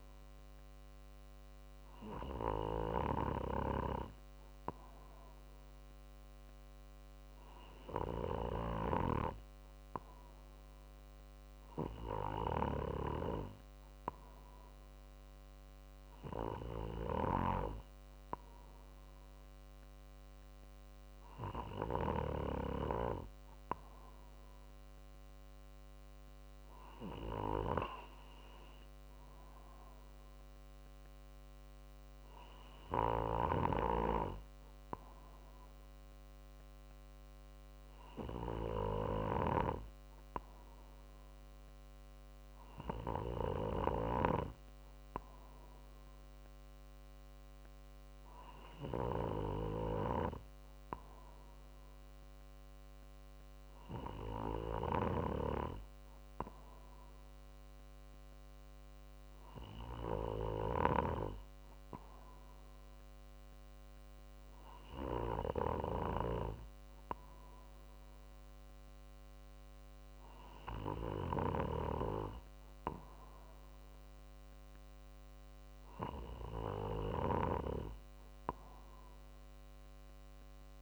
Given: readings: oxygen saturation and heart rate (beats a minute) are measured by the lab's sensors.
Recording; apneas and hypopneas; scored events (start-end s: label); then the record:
breathing in sleep by a microphone on the trachea; none
none scored
From the record:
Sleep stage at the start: N2 (light sleep); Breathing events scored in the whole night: 152 in 6.6 hours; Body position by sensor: on the right side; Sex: male